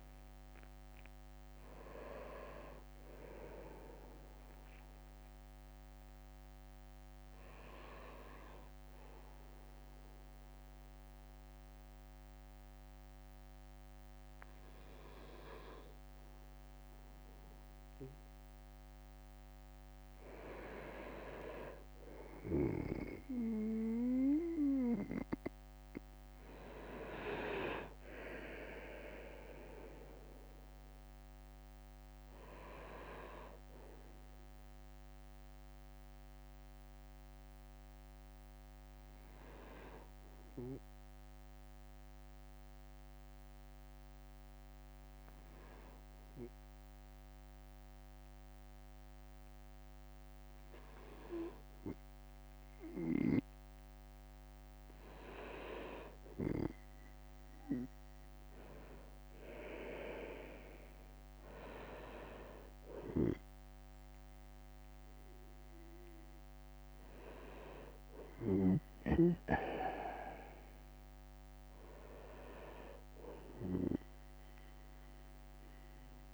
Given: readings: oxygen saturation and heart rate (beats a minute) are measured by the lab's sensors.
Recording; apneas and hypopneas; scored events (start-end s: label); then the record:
breathing in sleep by a microphone on the trachea; 2
0.00-4.00 s: drop in pulse transit time (device-marked, heart rate 64 extreme)
5.00-10.00 s: oxygen desaturation (device-marked, oxygen 97% before, 91% lowest, heart rate 66 before, 54 extreme)
6.00-27.00 s: bradycardia (device-marked, heart rate 60 before, 54 extreme)
7.00-18.50 s: obstructive apnea (oxygen 97% before, 91% lowest, heart rate 67 before, 50 extreme, up 2 after)
27.50-30.50 s: leg movement (device-marked)
27.50-31.50 s: arousal
28.00-42.00 s: drop in pulse transit time (device-marked, heart rate 56 before, 50 extreme)
29.00-46.00 s: oxygen desaturation (device-marked, oxygen 99% before, 95% lowest, heart rate 56 before, 50 extreme)
31.00-76.34 s: bradycardia (device-marked, heart rate 59 before, 50 extreme)
36.00-50.00 s: hypopnea (oxygen 99% before, 96% lowest, heart rate 57 before, 51 extreme, up 1 after)
54.50-58.00 s: arousal
From the record:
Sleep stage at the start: N2 (light sleep); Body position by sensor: on the right side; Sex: male